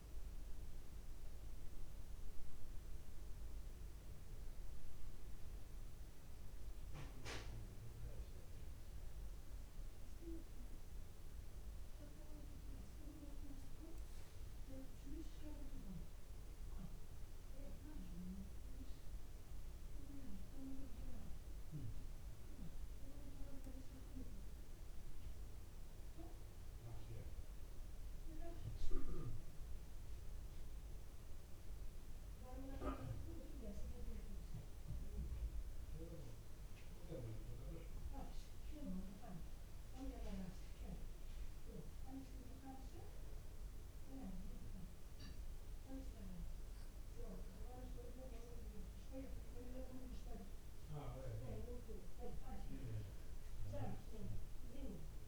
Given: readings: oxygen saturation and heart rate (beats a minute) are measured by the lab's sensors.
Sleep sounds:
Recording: breathing in sleep by a room microphone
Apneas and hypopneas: none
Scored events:
none scored
From the record:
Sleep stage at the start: N1 (lightest sleep)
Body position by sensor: on the back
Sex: male

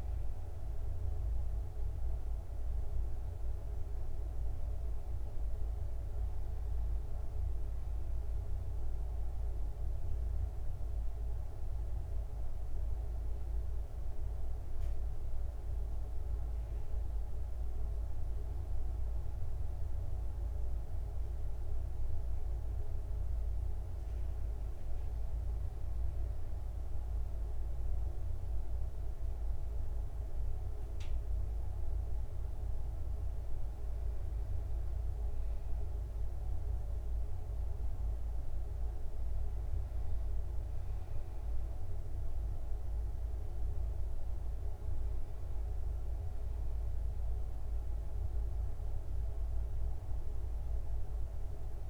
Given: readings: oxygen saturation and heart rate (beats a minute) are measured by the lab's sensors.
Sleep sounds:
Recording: breathing in sleep, hard to hear, by a room microphone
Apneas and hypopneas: none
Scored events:
28.00-31.50 s: arousal
From the record:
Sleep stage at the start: N2 (light sleep)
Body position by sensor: on the back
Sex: male

